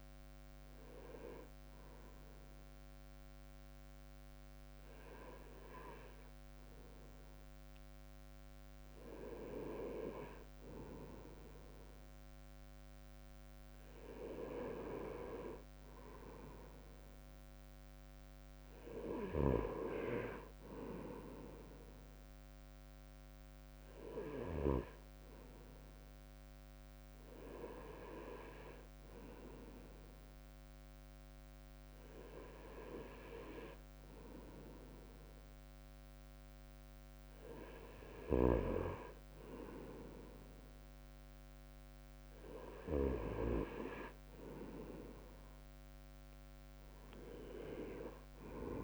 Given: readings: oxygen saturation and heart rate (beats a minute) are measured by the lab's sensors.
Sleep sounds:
breathing in sleep by a microphone on the trachea; none
none scored
From the record:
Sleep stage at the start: N2 (light sleep); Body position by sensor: on the right side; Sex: male

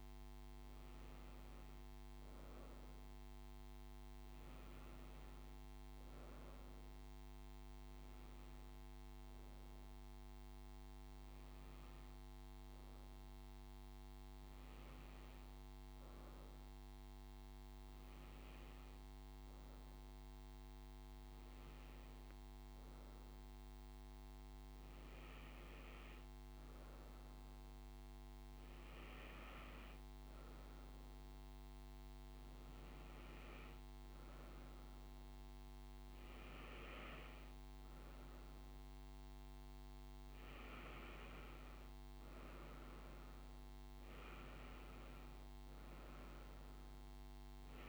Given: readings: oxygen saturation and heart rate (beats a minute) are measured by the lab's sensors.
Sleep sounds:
breathing in sleep, hard to hear, by a microphone on the trachea; none
0.50-47.89 s: new sleep stage, N2 (light sleep)
From the record:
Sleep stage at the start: N1 (lightest sleep); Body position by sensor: on the front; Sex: female

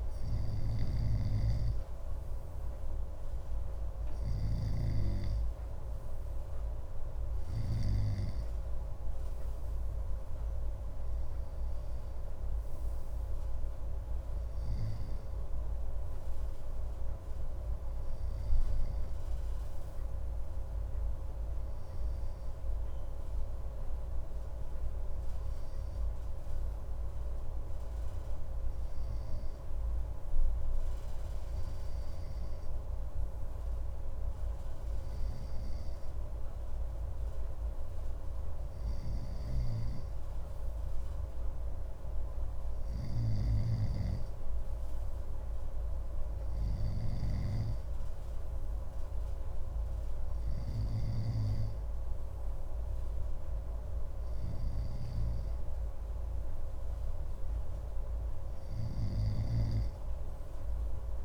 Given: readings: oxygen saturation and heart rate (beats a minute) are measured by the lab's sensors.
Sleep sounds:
breathing in sleep, hard to hear, by a room microphone; none
0.00-5.00 s: snoring (device-marked)
46.50-51.00 s: snoring (device-marked)
From the record:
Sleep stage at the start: N2 (light sleep); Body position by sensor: on the left side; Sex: male

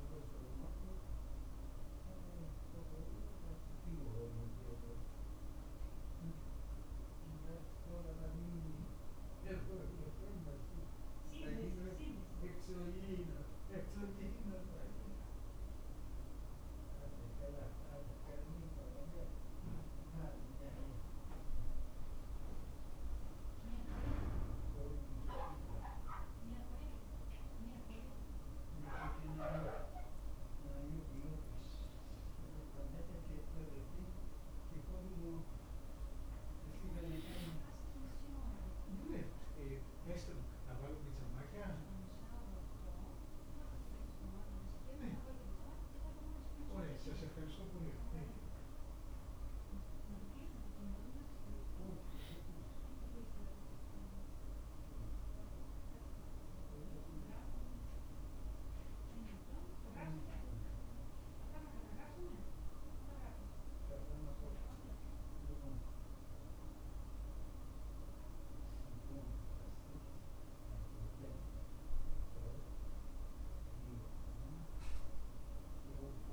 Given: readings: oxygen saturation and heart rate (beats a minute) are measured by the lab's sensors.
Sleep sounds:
a person awake in a sleep study, by a room microphone; none
none scored
From the record:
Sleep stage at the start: awake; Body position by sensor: on the back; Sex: male

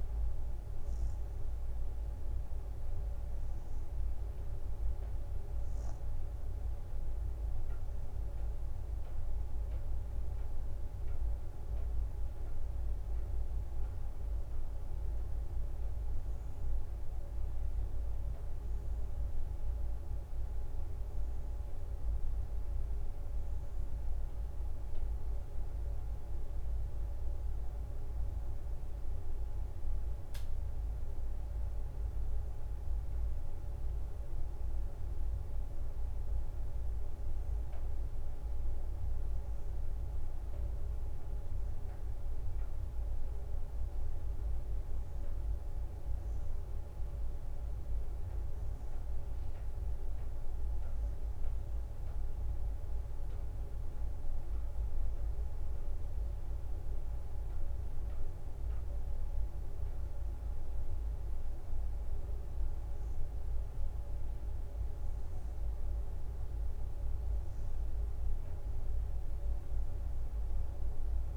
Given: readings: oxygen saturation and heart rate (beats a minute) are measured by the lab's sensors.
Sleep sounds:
breathing in sleep, hard to hear, by a room microphone; none
0.00-1.00 s: bradycardia (device-marked, heart rate 61 extreme)
4.00-12.50 s: leg movement (device-marked)
16.50-25.50 s: leg movement (device-marked)
31.00-40.00 s: leg movement (device-marked)
35.00-37.00 s: bradycardia (device-marked, heart rate 64 before, 63 extreme)
60.00-68.50 s: leg movement (device-marked)
From the record:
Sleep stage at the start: N2 (light sleep); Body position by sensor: on the right side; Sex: female

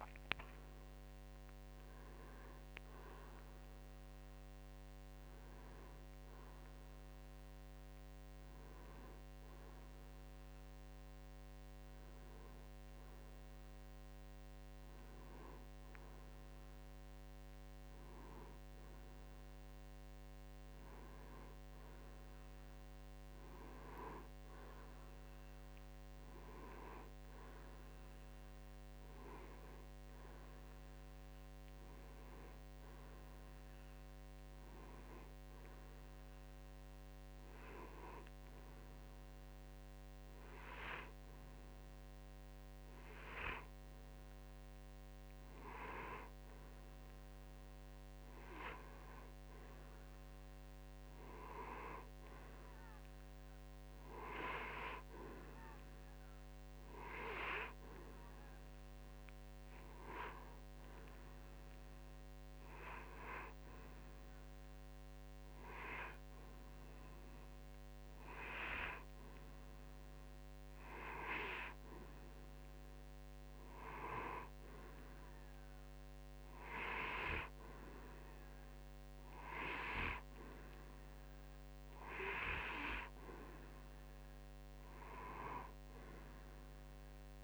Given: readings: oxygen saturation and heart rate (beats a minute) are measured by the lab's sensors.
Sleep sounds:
a person partly awake in a sleep study, by a microphone on the trachea; none
0.00-14.50 s: oxygen desaturation (device-marked, oxygen 91% lowest)
10.50-40.50 s: new sleep stage, N1 (lightest sleep)
25.50-42.50 s: oxygen desaturation (device-marked, oxygen 93% before, 90% lowest)
40.50-87.44 s: new sleep stage, N2 (light sleep)
From the record:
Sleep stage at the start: awake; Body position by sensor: on the right side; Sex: male

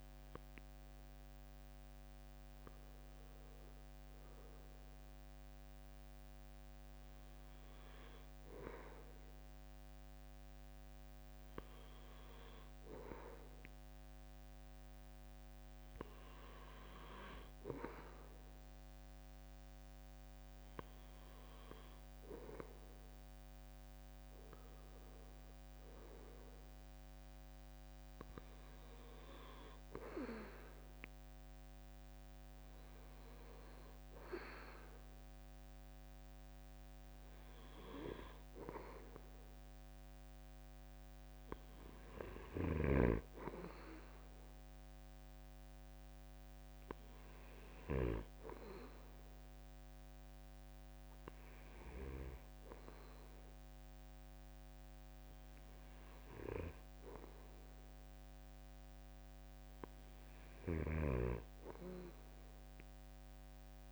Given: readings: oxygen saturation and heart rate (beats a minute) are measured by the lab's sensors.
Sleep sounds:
breathing in sleep by a microphone on the trachea; none
60.00-63.92 s: snoring (device-marked)
From the record:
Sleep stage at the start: N2 (light sleep); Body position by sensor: on the right side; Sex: male

